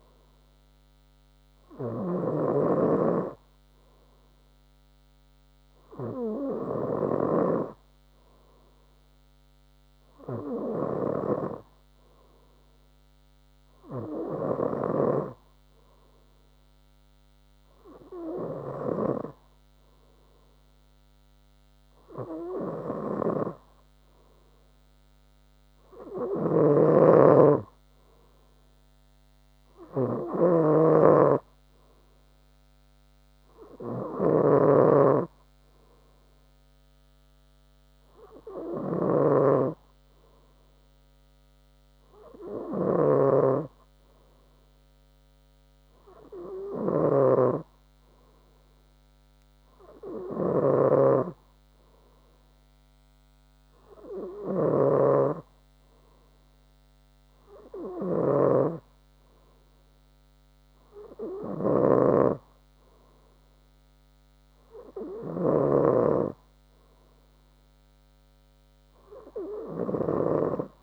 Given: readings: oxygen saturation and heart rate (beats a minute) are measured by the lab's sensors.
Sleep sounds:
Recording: breathing in sleep by a microphone on the trachea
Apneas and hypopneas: none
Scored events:
0.00-2.50 s: snoring (device-marked)
26.50-66.00 s: snoring (device-marked)
From the record:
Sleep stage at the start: N3 (deep sleep)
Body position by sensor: on the front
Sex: female

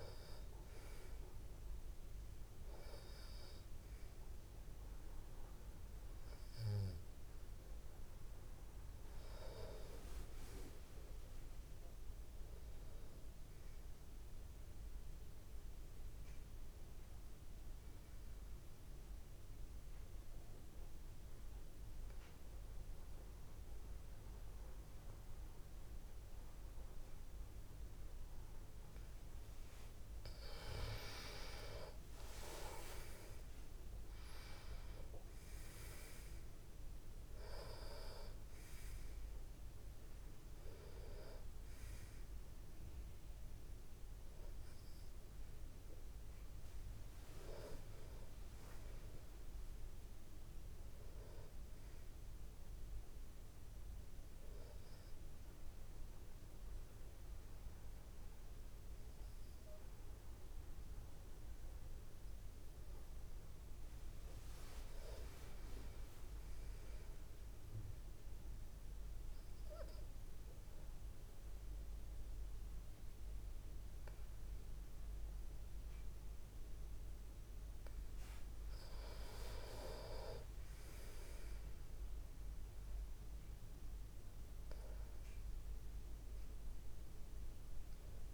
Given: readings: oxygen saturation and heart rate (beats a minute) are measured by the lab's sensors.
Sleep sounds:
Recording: breathing in sleep by a room microphone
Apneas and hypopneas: 3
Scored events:
0.00-18.00 s: oxygen desaturation (device-marked, oxygen 91% lowest)
15.50-29.50 s: obstructive apnea (oxygen 96% before, 90% lowest)
31.50-35.50 s: arousal
40.00-55.00 s: oxygen desaturation (device-marked, oxygen 96% before, 90% lowest)
52.50-63.50 s: hypopnea (oxygen 96% before, 91% lowest)
64.50-67.00 s: arousal
68.00-79.00 s: obstructive apnea (oxygen 97% before, 93% lowest)
81.00-83.50 s: arousal
From the record:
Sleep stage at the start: N2 (light sleep)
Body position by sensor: on the back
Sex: male

